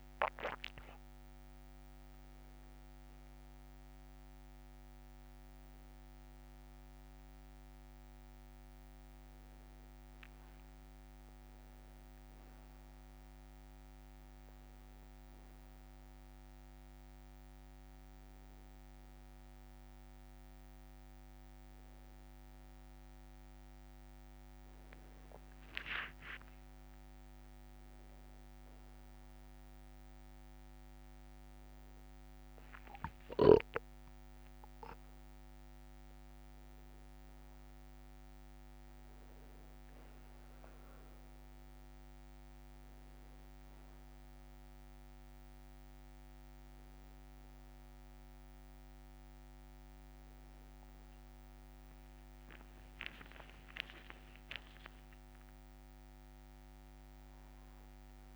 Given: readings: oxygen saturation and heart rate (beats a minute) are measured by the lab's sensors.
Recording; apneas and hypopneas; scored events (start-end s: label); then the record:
a person awake in a sleep study, by a microphone on the trachea; none
50.00-56.00 s: tachycardia (device-marked, heart rate 71 before, 122 extreme)
53.50-55.50 s: long interval between heartbeats (device-marked, heart rate 65 before, 110 extreme)
From the record:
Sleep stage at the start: awake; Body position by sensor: on the back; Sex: male